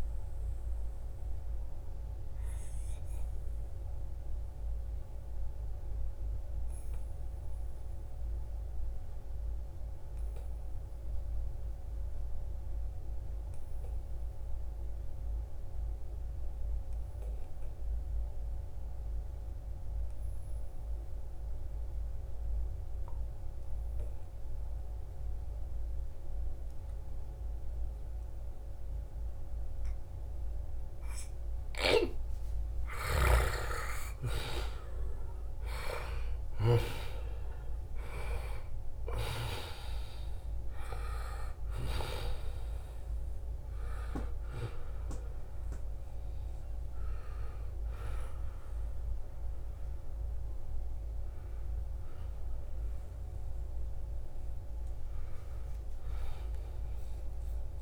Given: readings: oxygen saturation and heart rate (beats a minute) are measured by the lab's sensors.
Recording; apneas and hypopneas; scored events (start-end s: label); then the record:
breathing in sleep by a room microphone; 1
0.00-10.00 s: oxygen desaturation (device-marked, oxygen 88% lowest, heart rate 68 extreme)
1.00-30.50 s: obstructive apnea (oxygen 96% before, 88% lowest, heart rate 74 before, 70 extreme, up 5 after)
24.00-55.00 s: oxygen desaturation (device-marked, oxygen 97% before, 88% lowest, heart rate 73 before, 71 extreme)
52.00-57.82 s: new sleep stage, awake
From the record:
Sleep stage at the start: N2 (light sleep); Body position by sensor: on the right side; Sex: male